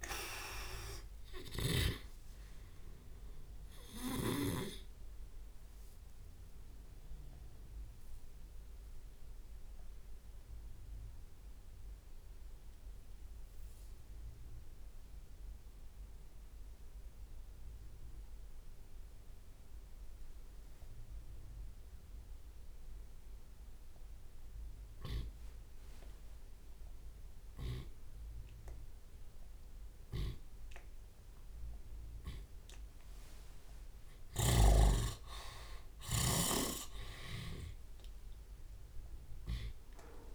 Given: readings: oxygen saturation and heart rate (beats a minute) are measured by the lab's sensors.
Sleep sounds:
breathing in sleep by a room microphone; 1
2.50-4.50 s: drop in pulse transit time (device-marked, heart rate 88 before, 97 extreme)
7.00-33.00 s: obstructive apnea (oxygen 96% before, 82% lowest, heart rate 89 before, 33 extreme, up 17 after)
9.50-11.50 s: long interval between heartbeats (device-marked, heart rate 81 before, 33 extreme)
9.50-15.50 s: tachycardia (device-marked, heart rate 76 before, 120 extreme)
12.00-14.00 s: long interval between heartbeats (device-marked, heart rate 77 before, 41 extreme)
13.50-27.50 s: oxygen desaturation (device-marked, oxygen 96% before, 85% lowest, heart rate 75 before, 38 extreme)
15.00-17.00 s: long interval between heartbeats (device-marked, heart rate 75 before, 112 extreme)
17.50-19.50 s: long interval between heartbeats (device-marked, heart rate 76 before, 98 extreme)
17.50-19.50 s: tachycardia (device-marked, heart rate 76 before, 135 extreme)
20.50-22.50 s: long interval between heartbeats (device-marked, heart rate 78 before, 106 extreme)
20.50-35.50 s: tachycardia (device-marked, heart rate 76 before, 128 extreme)
23.50-25.50 s: long interval between heartbeats (device-marked, heart rate 79 before, 105 extreme)
26.00-28.00 s: long interval between heartbeats (device-marked, heart rate 79 before, 120 extreme)
29.00-31.00 s: long interval between heartbeats (device-marked, heart rate 95 before, 128 extreme)
31.00-33.00 s: long interval between heartbeats (device-marked, heart rate 105 before, 114 extreme)
33.50-40.35 s: drop in pulse transit time (device-marked, heart rate 113 before, 83 extreme)
34.50-36.50 s: long interval between heartbeats (device-marked, heart rate 114 before, 105 extreme)
34.50-38.50 s: arousal
38.00-40.00 s: long interval between heartbeats (device-marked, heart rate 112 before, 98 extreme)
From the record:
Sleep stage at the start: N2 (light sleep); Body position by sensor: on the left side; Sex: male

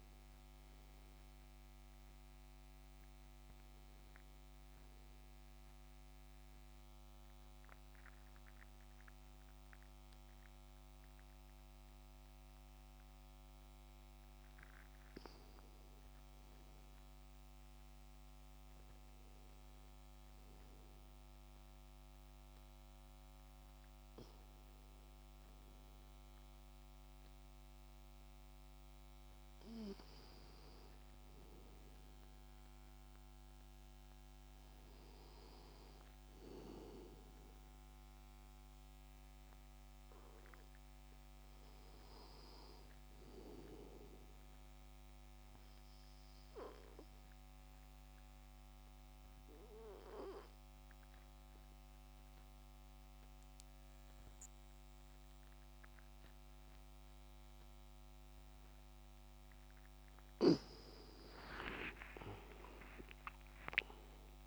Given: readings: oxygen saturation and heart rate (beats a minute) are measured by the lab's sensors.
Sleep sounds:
breathing in sleep by a microphone on the trachea; 2
0.00-16.50 s: oxygen desaturation (device-marked, oxygen 94% lowest, heart rate 63 extreme)
5.00-15.00 s: central apnea (oxygen 99% before, 90% lowest, heart rate 70 before, 63 extreme, up 4 after)
17.00-21.00 s: arousal
45.50-59.00 s: obstructive apnea (oxygen 100% before, 90% lowest, heart rate 65 before, 65 extreme, up 34 after)
60.50-64.47 s: oxygen desaturation (device-marked, oxygen 95% before, 90% lowest, heart rate 69 before, 63 extreme)
61.00-64.47 s: arousal
From the record:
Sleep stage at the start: N2 (light sleep); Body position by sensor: on the back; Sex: male

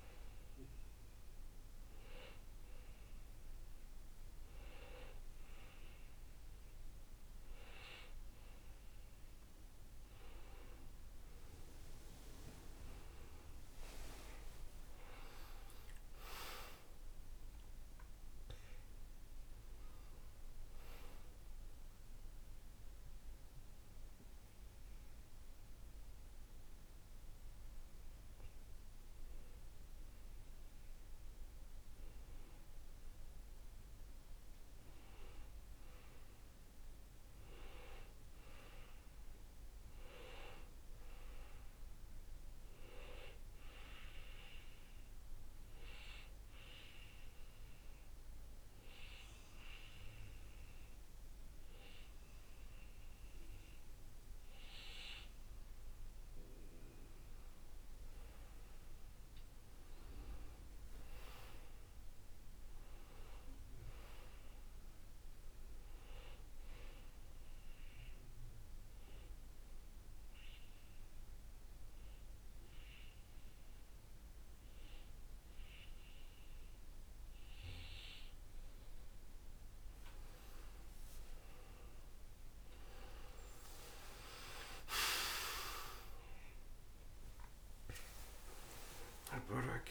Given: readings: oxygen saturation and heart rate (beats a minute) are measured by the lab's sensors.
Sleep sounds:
breathing in sleep by a room microphone; 3
14.00-18.00 s: arousal
22.50-32.50 s: obstructive apnea (oxygen 95% before, 92% lowest, heart rate 69 before, 56 extreme, up 8 after)
38.50-53.50 s: oxygen desaturation (device-marked, oxygen 97% before, 93% lowest, heart rate 66 before, 56 extreme)
45.50-56.00 s: obstructive apnea (oxygen 97% before, 90% lowest, heart rate 62 before, 58 extreme, up 13 after)
59.00-62.50 s: arousal
68.00-79.00 s: obstructive apnea (oxygen 96% before, 90% lowest, heart rate 63 before, 60 extreme, up 16 after)
83.50-88.50 s: arousal
86.50-89.91 s: oxygen desaturation (device-marked, oxygen 97% before, 90% lowest, heart rate 65 before, 58 extreme)
From the record:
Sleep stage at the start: N2 (light sleep); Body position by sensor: on the right side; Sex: male

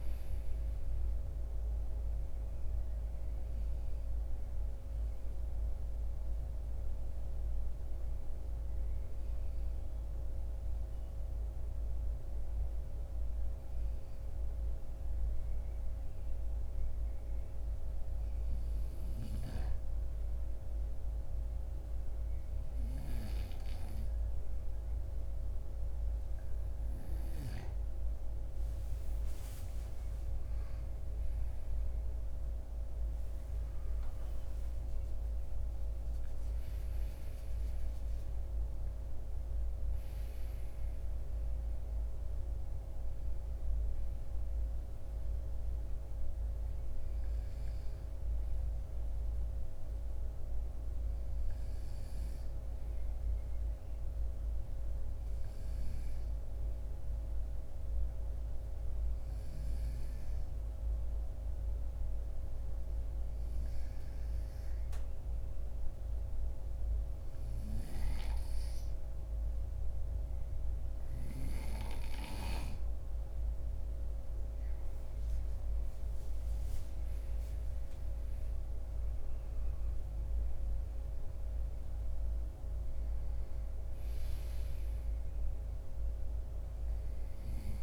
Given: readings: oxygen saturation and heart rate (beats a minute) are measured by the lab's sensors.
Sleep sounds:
breathing in sleep, hard to hear, by a room microphone; 2
1.00-26.00 s: oxygen desaturation (device-marked, oxygen 95% before, 91% lowest, heart rate 59 before, 50 extreme)
5.00-26.50 s: hypopnea (oxygen 95% before, 91% lowest, heart rate 61 before, 50 extreme, up 15 after)
29.00-34.50 s: arousal
40.00-56.00 s: oxygen desaturation (device-marked, oxygen 96% before, 92% lowest, heart rate 60 before, 52 extreme)
54.00-71.50 s: obstructive apnea (oxygen 97% before, 90% lowest, heart rate 61 before, 54 extreme, up 12 after)
74.50-78.00 s: arousal
86.00-87.83 s: oxygen desaturation (device-marked, oxygen 96% before, 90% lowest, heart rate 62 before, 53 extreme)
From the record:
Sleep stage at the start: N2 (light sleep); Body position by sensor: on the right side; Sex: male

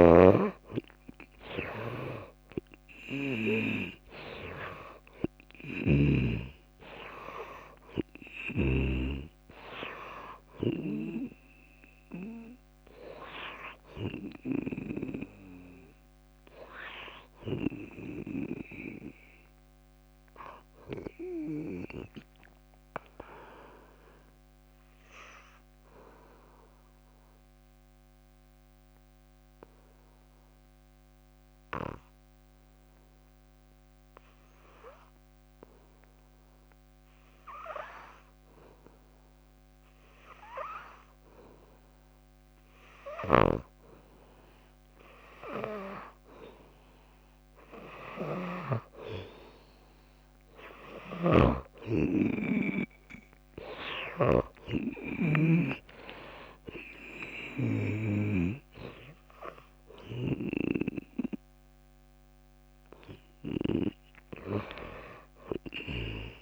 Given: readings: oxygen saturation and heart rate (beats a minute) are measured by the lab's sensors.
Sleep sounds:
breathing in sleep by a microphone on the trachea; 1
0.00-23.00 s: oxygen desaturation (device-marked, oxygen 84% lowest, heart rate 56 extreme)
4.00-6.00 s: long interval between heartbeats (device-marked, heart rate 63 before, 78 extreme)
5.50-9.00 s: snoring (device-marked)
22.00-24.50 s: arousal
26.50-38.50 s: obstructive apnea (oxygen 98% before, 85% lowest, heart rate 63 before, 57 extreme, up 4 after)
40.00-65.00 s: oxygen desaturation (device-marked, oxygen 98% before, 88% lowest, heart rate 59 before, 60 extreme)
40.50-44.00 s: arousal
45.00-59.00 s: drop in pulse transit time (device-marked, heart rate 59 before, 61 extreme)
51.00-58.00 s: snoring (device-marked)
64.00-66.42 s: arousal
From the record:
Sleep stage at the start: N2 (light sleep); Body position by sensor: on the back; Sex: female

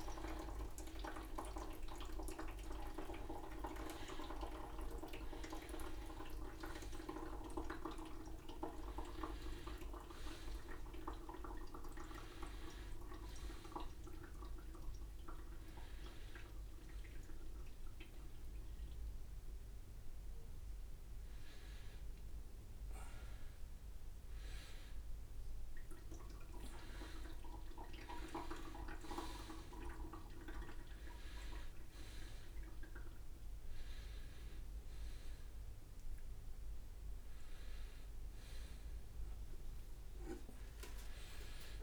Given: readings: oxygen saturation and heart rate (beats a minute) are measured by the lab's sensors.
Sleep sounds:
a person awake in a sleep study, by a room microphone; none
1.50-7.50 s: leg movement (device-marked)
20.00-22.00 s: leg movement (device-marked)
24.00-28.50 s: leg movement (device-marked)
40.00-41.83 s: leg movement (device-marked)
From the record:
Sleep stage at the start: awake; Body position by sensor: upright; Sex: male

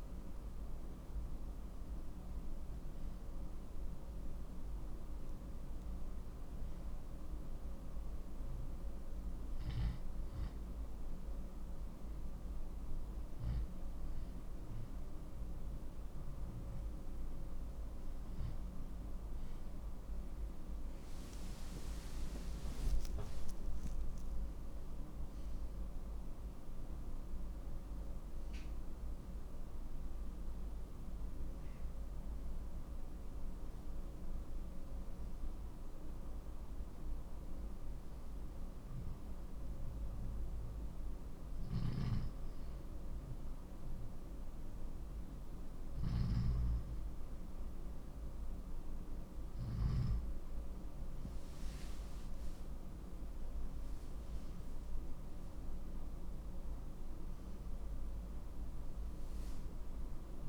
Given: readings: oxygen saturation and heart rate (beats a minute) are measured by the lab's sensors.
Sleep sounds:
breathing in sleep, hard to hear, by a room microphone; none
7.00-37.00 s: oxygen desaturation (device-marked, oxygen 98% before, 88% lowest)
24.00-28.50 s: arousal
54.00-60.49 s: new sleep stage, N2 (light sleep)
From the record:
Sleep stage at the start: N1 (lightest sleep); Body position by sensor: on the left side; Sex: male

